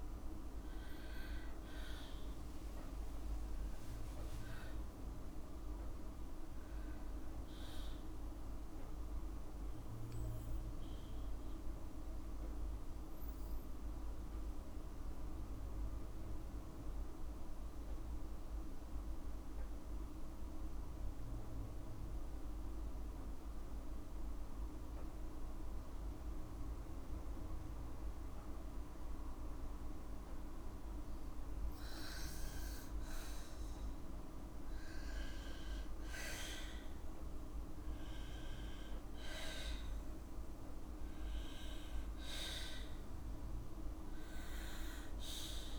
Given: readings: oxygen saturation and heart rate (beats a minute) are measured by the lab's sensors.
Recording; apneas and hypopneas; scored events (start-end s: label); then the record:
breathing in sleep, hard to hear, by a room microphone; 1
6.50-25.50 s: oxygen desaturation (device-marked, oxygen 98% before, 95% lowest, heart rate 57 before, 52 extreme)
13.50-29.50 s: obstructive apnea (oxygen 98% before, 90% lowest, heart rate 58 before, 52 extreme, up 7 after)
32.50-36.00 s: arousal
From the record:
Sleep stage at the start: N2 (light sleep); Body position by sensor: on the left side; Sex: female